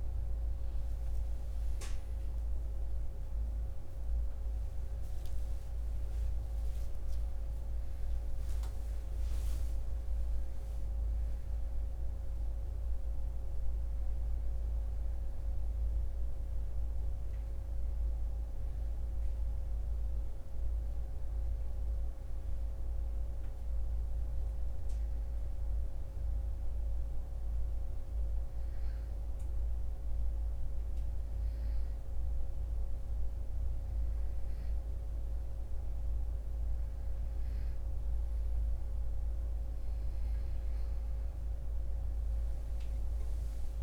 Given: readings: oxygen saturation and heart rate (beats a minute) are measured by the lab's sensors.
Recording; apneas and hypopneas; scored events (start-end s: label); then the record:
a person partly awake in a sleep study, hard to hear, by a room microphone; 1
13.50-43.83 s: new sleep stage, N1 (lightest sleep)
25.00-37.00 s: hypopnea (oxygen 95% before, 92% lowest, heart rate 54 before, 31 extreme, up 35 after)
39.00-42.50 s: arousal
From the record:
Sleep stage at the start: awake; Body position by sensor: on the right side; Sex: male